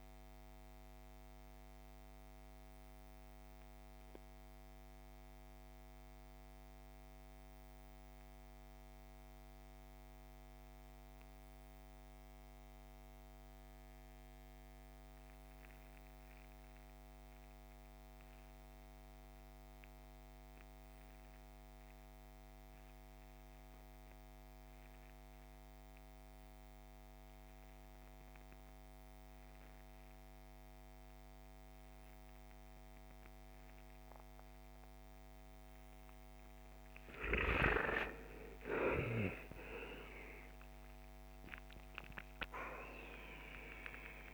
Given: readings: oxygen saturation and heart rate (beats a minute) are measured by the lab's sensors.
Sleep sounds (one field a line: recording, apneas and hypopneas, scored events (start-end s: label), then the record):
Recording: breathing in sleep by a microphone on the trachea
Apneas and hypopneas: 1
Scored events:
0.00-19.00 s: oxygen desaturation (device-marked, oxygen 83% lowest)
0.50-35.50 s: mixed apnea (oxygen 97% before, 69% lowest)
29.00-44.34 s: oxygen desaturation (device-marked, oxygen 97% before, 69% lowest)
37.00-44.00 s: arousal
From the record:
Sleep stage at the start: N2 (light sleep)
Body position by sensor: on the back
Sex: male